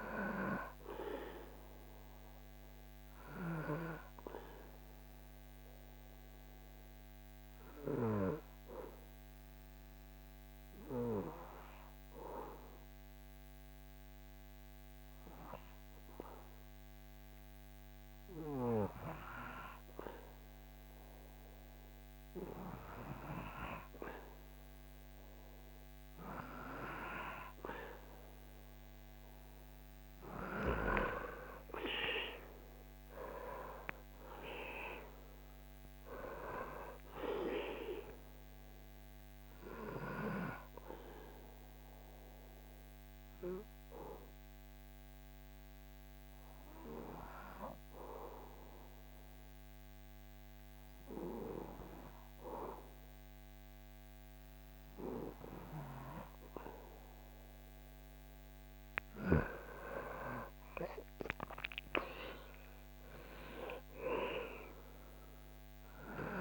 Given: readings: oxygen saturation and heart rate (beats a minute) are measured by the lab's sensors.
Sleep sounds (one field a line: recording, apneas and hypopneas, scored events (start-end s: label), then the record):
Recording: breathing in sleep by a microphone on the trachea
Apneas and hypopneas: 2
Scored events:
2.50-24.50 s: obstructive apnea (oxygen 98% before, 95% lowest, heart rate 67 before, 57 extreme, up 2 after)
27.00-31.00 s: arousal
39.50-56.50 s: obstructive apnea (oxygen 98% before, 96% lowest, heart rate 67 before, 59 extreme, up 15 after)
59.00-62.50 s: arousal
From the record:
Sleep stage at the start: N2 (light sleep)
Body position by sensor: on the back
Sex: male